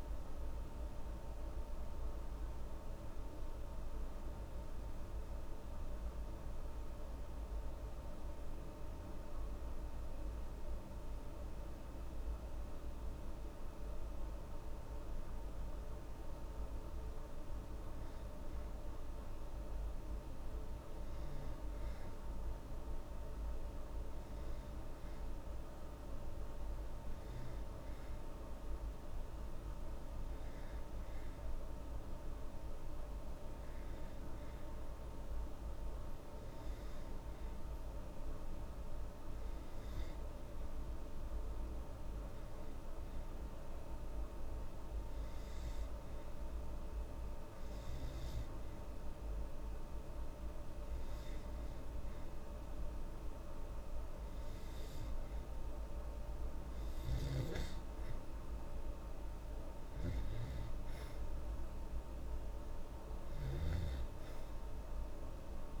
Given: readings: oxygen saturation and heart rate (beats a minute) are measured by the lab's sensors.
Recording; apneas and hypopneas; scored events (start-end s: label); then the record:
breathing in sleep, hard to hear, by a room microphone; 1
0.00-6.50 s: oxygen desaturation (device-marked, oxygen 94% lowest, heart rate 77 extreme)
26.50-54.50 s: hypopnea (oxygen 97% before, 92% lowest, heart rate 78 before, 79 extreme, up 3 after)
59.00-63.50 s: arousal
From the record:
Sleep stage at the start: N2 (light sleep); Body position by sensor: on the back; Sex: female